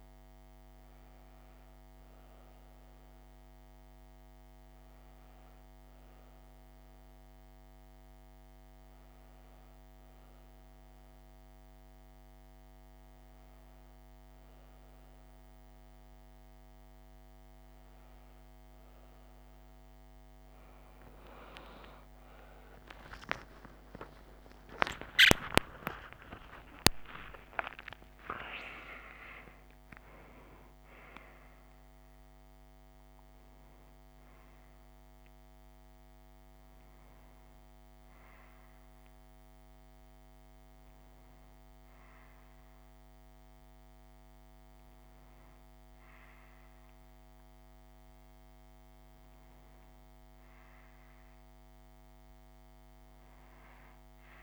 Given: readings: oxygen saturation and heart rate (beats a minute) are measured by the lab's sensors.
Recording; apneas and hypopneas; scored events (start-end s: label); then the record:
a person awake in a sleep study, by a microphone on the trachea; none
19.50-54.43 s: new sleep stage, awake
From the record:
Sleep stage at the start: N2 (light sleep); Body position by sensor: on the front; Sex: female